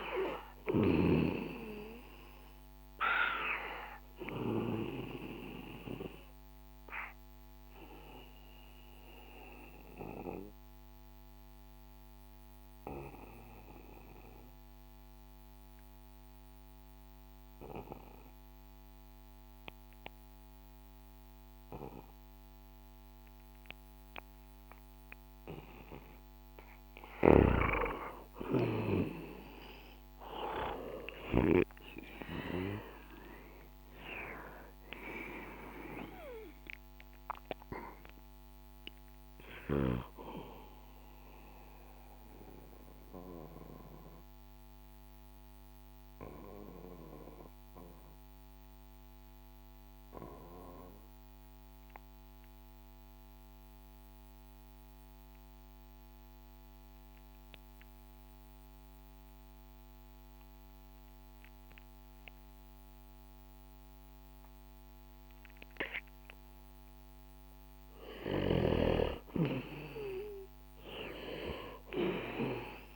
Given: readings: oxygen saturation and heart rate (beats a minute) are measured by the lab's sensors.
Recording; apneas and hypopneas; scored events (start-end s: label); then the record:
breathing in sleep by a microphone on the trachea; 2
3.00-20.00 s: oxygen desaturation (device-marked, oxygen 96% before, 92% lowest, heart rate 65 before, 61 extreme)
6.50-25.50 s: obstructive apnea (oxygen 97% before, 92% lowest, heart rate 66 before, 57 extreme, up 8 after)
28.50-33.50 s: arousal
31.00-58.00 s: oxygen desaturation (device-marked, oxygen 97% before, 92% lowest, heart rate 64 before, 57 extreme)
42.50-66.50 s: mixed apnea (oxygen 97% before, 89% lowest, heart rate 69 before, 58 extreme, up 2 after)
67.00-72.95 s: oxygen desaturation (device-marked, oxygen 98% before, 89% lowest, heart rate 64 before, 60 extreme)
68.50-72.50 s: arousal
From the record:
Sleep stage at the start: N2 (light sleep); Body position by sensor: on the back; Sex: male